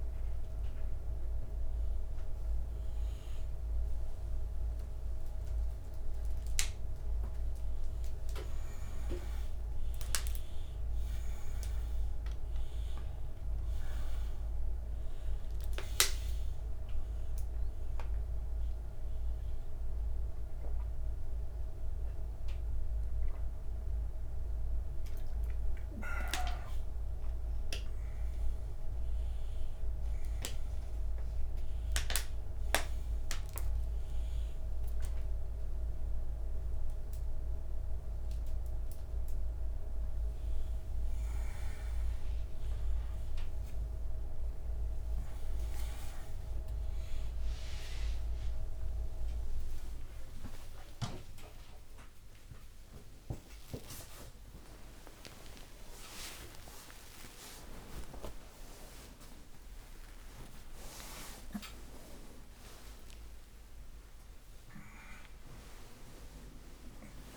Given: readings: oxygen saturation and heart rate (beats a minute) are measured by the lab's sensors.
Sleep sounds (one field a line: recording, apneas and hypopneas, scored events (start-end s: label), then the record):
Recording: a person awake in a sleep study, by a room microphone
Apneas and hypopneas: none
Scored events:
18.50-21.50 s: bradycardia (device-marked, heart rate 82 before, 64 extreme)
From the record:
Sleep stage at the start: awake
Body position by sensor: upright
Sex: male